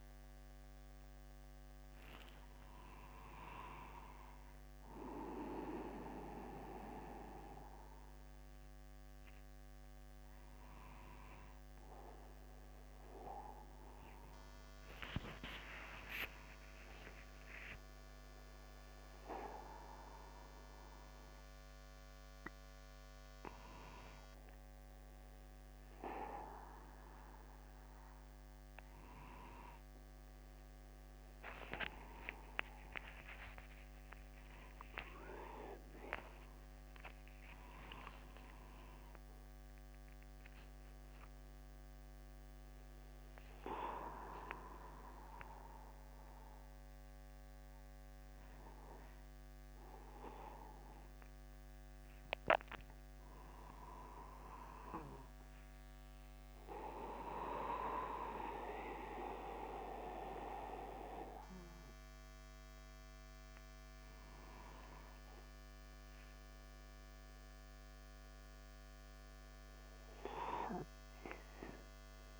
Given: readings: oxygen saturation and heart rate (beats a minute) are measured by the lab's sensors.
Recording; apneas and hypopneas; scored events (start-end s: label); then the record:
a person awake in a sleep study, by a microphone on the trachea; none
4.00-6.00 s: long interval between heartbeats (device-marked, heart rate 51 before, 59 extreme)
11.00-13.00 s: long interval between heartbeats (device-marked, heart rate 54 before, 60 extreme)
21.50-23.50 s: long interval between heartbeats (device-marked, heart rate 66 before, 66 extreme)
23.50-25.50 s: long interval between heartbeats (device-marked, heart rate 68 before, 69 extreme)
31.50-33.50 s: long interval between heartbeats (device-marked, heart rate 69 before, 60 extreme)
37.50-39.50 s: long interval between heartbeats (device-marked, heart rate 66 before, 58 extreme)
52.50-54.50 s: long interval between heartbeats (device-marked, heart rate 57 before, 61 extreme)
From the record:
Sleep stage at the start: awake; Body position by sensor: upright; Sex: male